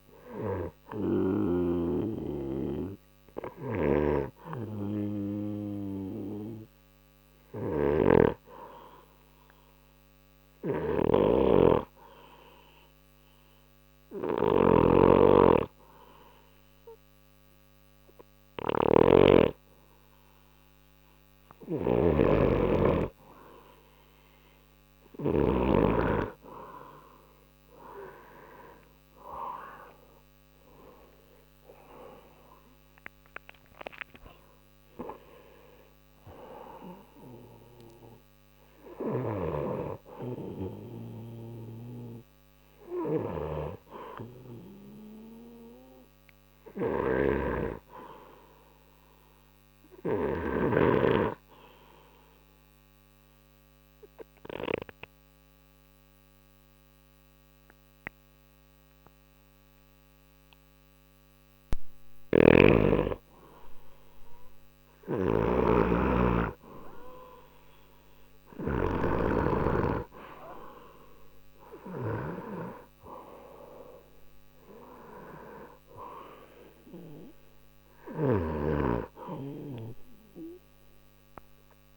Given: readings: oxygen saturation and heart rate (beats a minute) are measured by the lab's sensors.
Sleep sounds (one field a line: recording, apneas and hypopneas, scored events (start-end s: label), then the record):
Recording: breathing in sleep by a microphone on the trachea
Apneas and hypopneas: 2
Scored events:
0.00-4.00 s: oxygen desaturation (device-marked, oxygen 91% lowest, heart rate 35 extreme)
1.50-25.50 s: snoring (device-marked)
2.50-21.50 s: hypopnea (oxygen 96% before, 91% lowest, heart rate 51 before, 36 extreme, up 0 after)
20.00-54.00 s: oxygen desaturation (device-marked, oxygen 96% before, 91% lowest, heart rate 56 before, 35 extreme)
25.00-29.50 s: arousal
39.00-50.50 s: snoring (device-marked)
52.00-62.00 s: obstructive apnea (oxygen 94% before, 90% lowest, heart rate 53 before, 40 extreme, up 21 after)
62.00-69.00 s: snoring (device-marked)
69.00-81.97 s: oxygen desaturation (device-marked, oxygen 95% before, 90% lowest, heart rate 53 before, 43 extreme)
70.50-75.00 s: arousal
From the record:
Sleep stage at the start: N2 (light sleep)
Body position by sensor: on the right side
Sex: male